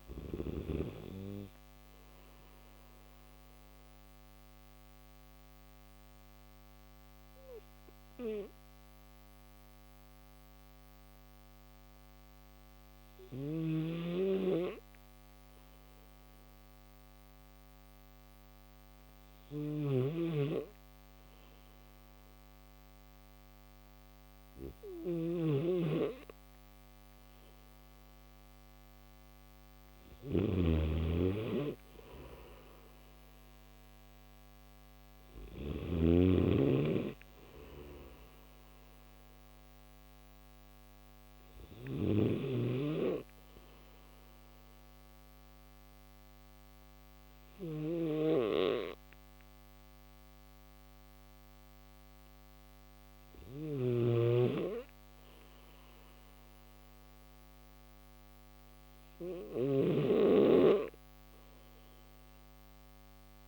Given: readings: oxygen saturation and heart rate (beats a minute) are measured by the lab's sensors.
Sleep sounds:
breathing in sleep by a microphone on the trachea; 2
2.00-27.00 s: obstructive apnea (oxygen 96% before, 92% lowest, heart rate 79 before, 69 extreme, up 3 after)
3.50-63.48 s: new sleep stage, N1 (lightest sleep)
13.00-35.50 s: snoring (device-marked)
24.50-48.50 s: oxygen desaturation (device-marked, oxygen 97% before, 92% lowest, heart rate 74 before, 73 extreme)
41.50-63.48 s: snoring (device-marked)
43.00-53.50 s: obstructive apnea (oxygen 97% before, 92% lowest, heart rate 77 before, 73 extreme, up 2 after)
From the record:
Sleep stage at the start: N3 (deep sleep); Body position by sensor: on the back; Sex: male

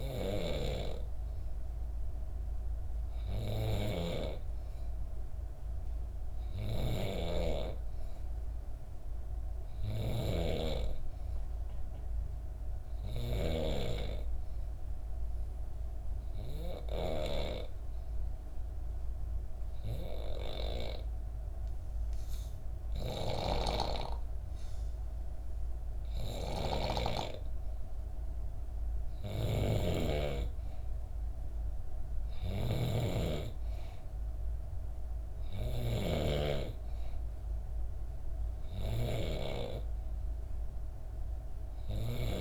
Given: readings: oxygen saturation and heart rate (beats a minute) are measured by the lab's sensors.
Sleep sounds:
breathing in sleep by a room microphone; 1
0.00-3.50 s: oxygen desaturation (device-marked, oxygen 91% lowest, heart rate 64 extreme)
0.00-13.00 s: snoring (device-marked)
16.00-28.00 s: obstructive apnea (oxygen 95% before, 91% lowest, heart rate 65 before, 65 extreme, up 0 after)
22.50-26.50 s: snoring (device-marked)
28.50-42.41 s: snoring (device-marked)
29.50-32.50 s: arousal
32.50-42.41 s: oxygen desaturation (device-marked, oxygen 94% before, 91% lowest, heart rate 66 before, 65 extreme)
From the record:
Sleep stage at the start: N3 (deep sleep); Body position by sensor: on the back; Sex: female

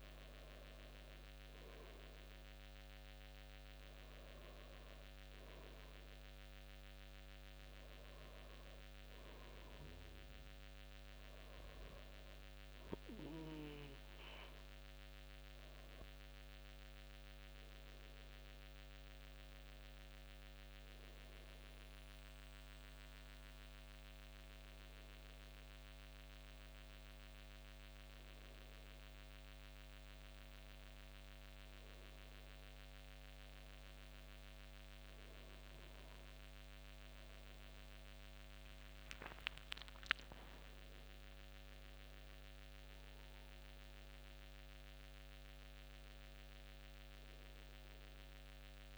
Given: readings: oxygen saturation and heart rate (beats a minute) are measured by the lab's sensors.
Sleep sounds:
breathing in sleep, hard to hear, by a microphone on the trachea; none
37.50-41.00 s: arousal
From the record:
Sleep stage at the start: N2 (light sleep); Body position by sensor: on the back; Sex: male

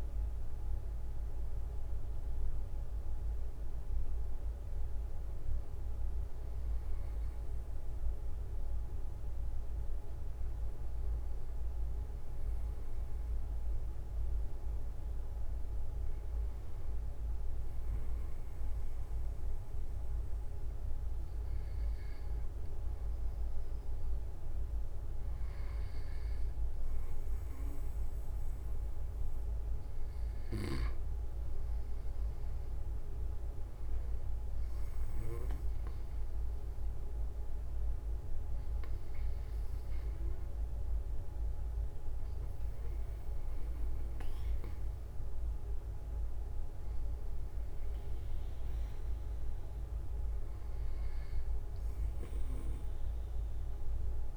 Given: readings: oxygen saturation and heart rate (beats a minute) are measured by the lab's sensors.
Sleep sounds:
breathing in sleep, hard to hear, by a room microphone; 1
7.50-27.00 s: obstructive apnea (oxygen 95% before, 92% lowest)
9.50-11.50 s: long interval between heartbeats (device-marked)
14.50-16.50 s: long interval between heartbeats (device-marked)
24.00-26.00 s: long interval between heartbeats (device-marked)
29.00-31.00 s: long interval between heartbeats (device-marked)
31.00-36.00 s: arousal
33.50-35.50 s: long interval between heartbeats (device-marked, heart rate 31 before, 26 extreme)
From the record:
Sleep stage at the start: N2 (light sleep); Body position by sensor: on the right side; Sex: male

